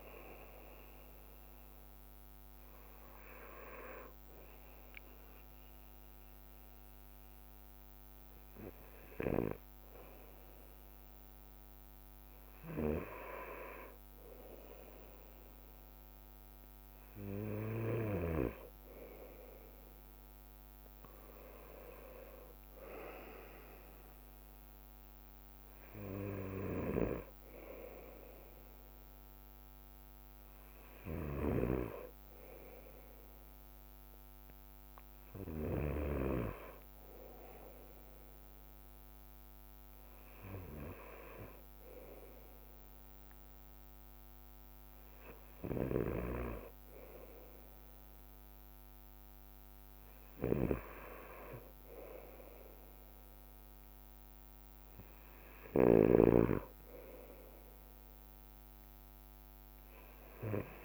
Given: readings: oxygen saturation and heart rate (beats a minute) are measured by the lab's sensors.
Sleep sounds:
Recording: breathing in sleep by a microphone on the trachea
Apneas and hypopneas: none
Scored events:
0.00-4.00 s: bradycardia (device-marked, heart rate 59 extreme)
5.00-11.00 s: bradycardia (device-marked, heart rate 58 before, 58 extreme)
12.00-18.00 s: bradycardia (device-marked, heart rate 59 before, 59 extreme)
19.00-52.00 s: bradycardia (device-marked, heart rate 59 before, 55 extreme)
31.50-36.00 s: snoring (device-marked)
46.00-56.50 s: snoring (device-marked)
From the record:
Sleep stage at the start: N2 (light sleep)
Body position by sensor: on the right side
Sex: male

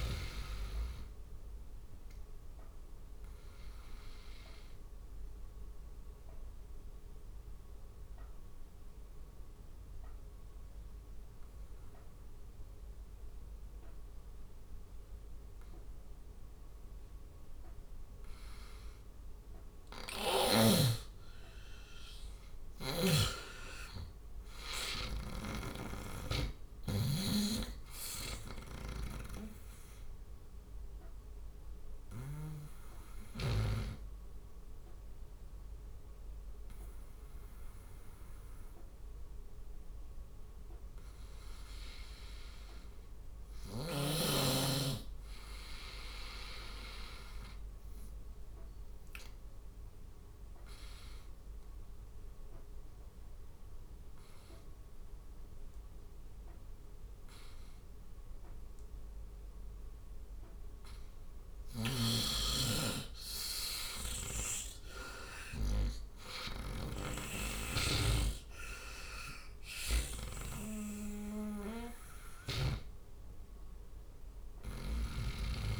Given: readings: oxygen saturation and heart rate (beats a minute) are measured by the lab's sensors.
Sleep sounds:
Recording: breathing in sleep by a room microphone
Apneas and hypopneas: 3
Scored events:
0.00-24.00 s: oxygen desaturation (device-marked, oxygen 89% lowest, heart rate 71 extreme)
3.50-18.00 s: obstructive apnea (oxygen 97% before, 89% lowest, heart rate 74 before, 71 extreme, up 7 after)
20.50-23.50 s: arousal
24.50-32.00 s: snoring (device-marked)
30.00-42.50 s: hypopnea (oxygen 97% before, 88% lowest, heart rate 75 before, 71 extreme, up 4 after)
43.00-55.00 s: oxygen desaturation (device-marked, oxygen 94% before, 91% lowest, heart rate 75 before, 72 extreme)
44.00-46.50 s: arousal
49.00-62.00 s: obstructive apnea (oxygen 97% before, 88% lowest, heart rate 74 before, 73 extreme, up 7 after)
63.50-67.00 s: arousal
66.00-69.50 s: snoring (device-marked)
From the record:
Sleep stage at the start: N2 (light sleep)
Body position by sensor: on the right side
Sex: male

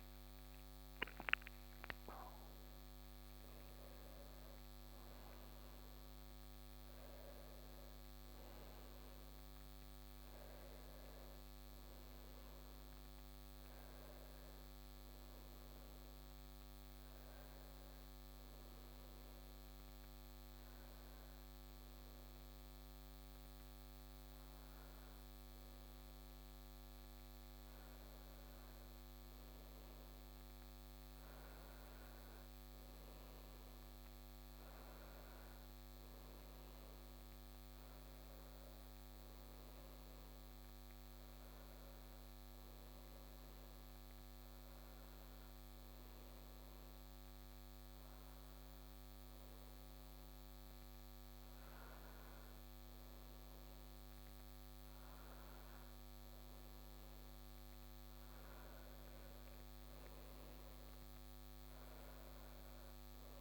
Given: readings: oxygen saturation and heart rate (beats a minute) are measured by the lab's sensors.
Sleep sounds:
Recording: a person partly awake in a sleep study, hard to hear, by a microphone on the trachea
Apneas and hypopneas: none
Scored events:
0.50-63.41 s: new sleep stage, N1 (lightest sleep)
From the record:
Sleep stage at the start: awake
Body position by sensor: on the back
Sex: male

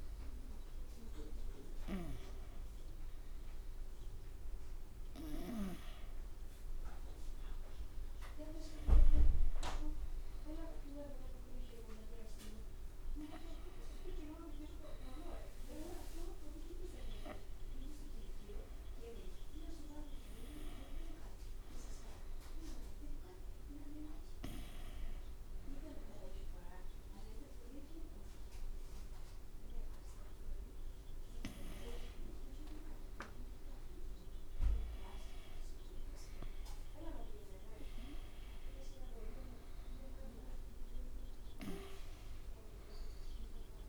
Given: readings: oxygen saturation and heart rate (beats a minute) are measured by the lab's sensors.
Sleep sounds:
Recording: a person awake in a sleep study, by a room microphone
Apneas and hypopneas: none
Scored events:
12.00-26.00 s: drop in pulse transit time (device-marked, heart rate 68 before, 66 extreme)
39.00-43.89 s: drop in pulse transit time (device-marked, heart rate 67 before, 66 extreme)
From the record:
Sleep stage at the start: awake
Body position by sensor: on the back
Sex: male

